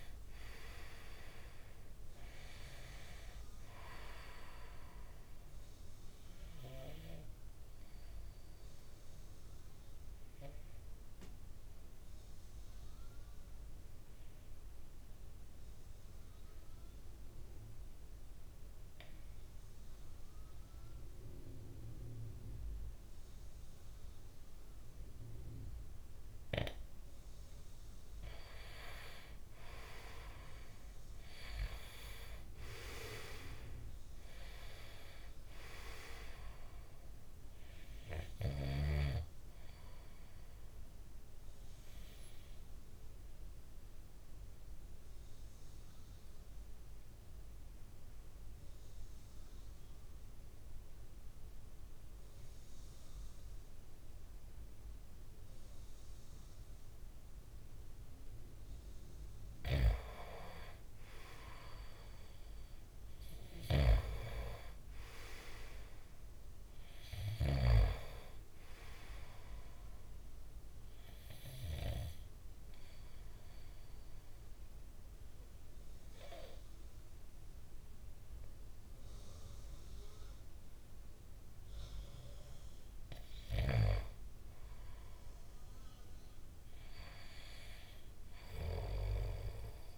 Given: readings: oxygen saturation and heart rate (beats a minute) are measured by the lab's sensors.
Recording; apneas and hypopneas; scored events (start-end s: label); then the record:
breathing in sleep by a room microphone; 3
0.00-14.00 s: oxygen desaturation (device-marked, oxygen 92% lowest, heart rate 58 extreme)
6.00-26.50 s: obstructive apnea (oxygen 100% before, 92% lowest, heart rate 58 before, 58 extreme, up 5 after)
28.00-48.00 s: oxygen desaturation (device-marked, oxygen 98% before, 93% lowest, heart rate 59 before, 58 extreme)
28.50-33.00 s: arousal
41.00-58.00 s: obstructive apnea (oxygen 98% before, 93% lowest, heart rate 61 before, 56 extreme, up 2 after)
59.00-62.50 s: arousal
63.00-81.00 s: oxygen desaturation (device-marked, oxygen 98% before, 93% lowest, heart rate 59 before, 56 extreme)
70.50-82.00 s: obstructive apnea (oxygen 98% before, 91% lowest, heart rate 60 before, 56 extreme, up 4 after)
84.50-87.50 s: arousal
From the record:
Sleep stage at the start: N2 (light sleep); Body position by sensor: on the back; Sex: male